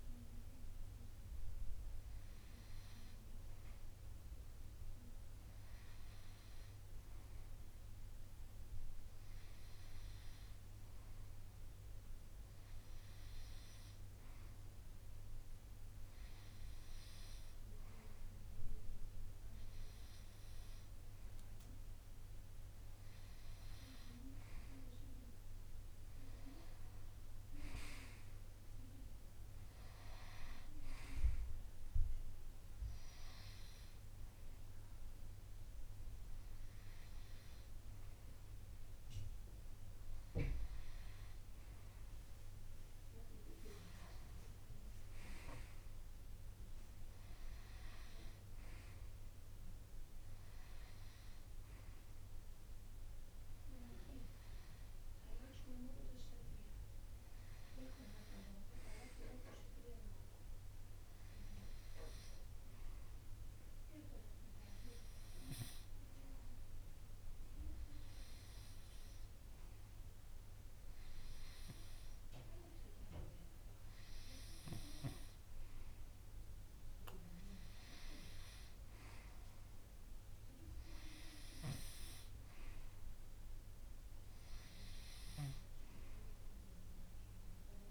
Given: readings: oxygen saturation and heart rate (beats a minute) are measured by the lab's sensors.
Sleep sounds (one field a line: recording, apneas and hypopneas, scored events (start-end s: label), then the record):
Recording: breathing in sleep by a room microphone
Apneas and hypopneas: none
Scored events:
none scored
From the record:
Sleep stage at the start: N2 (light sleep)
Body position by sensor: on the right side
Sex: male